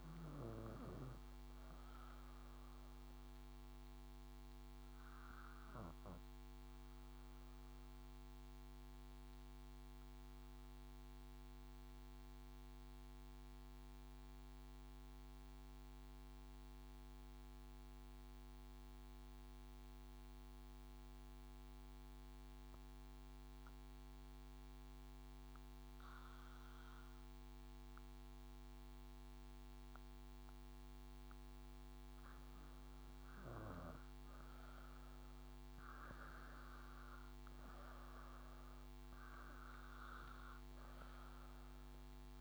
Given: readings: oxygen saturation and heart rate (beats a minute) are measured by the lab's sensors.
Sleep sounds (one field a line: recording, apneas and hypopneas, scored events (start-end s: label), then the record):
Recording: breathing in sleep, hard to hear, by a microphone on the trachea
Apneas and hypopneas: 1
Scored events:
3.00-35.00 s: obstructive apnea (oxygen 99% before, 88% lowest, heart rate 57 before, 55 extreme, up 4 after)
5.00-16.00 s: drop in pulse transit time (device-marked, heart rate 56 before, 54 extreme)
27.00-42.41 s: oxygen desaturation (device-marked, oxygen 97% before, 88% lowest, heart rate 58 before, 56 extreme)
34.00-37.00 s: drop in pulse transit time (device-marked, heart rate 60 before, 62 extreme)
39.00-42.41 s: drop in pulse transit time (device-marked, heart rate 62 before, 63 extreme)
From the record:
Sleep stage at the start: REM sleep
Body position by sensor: on the back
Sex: female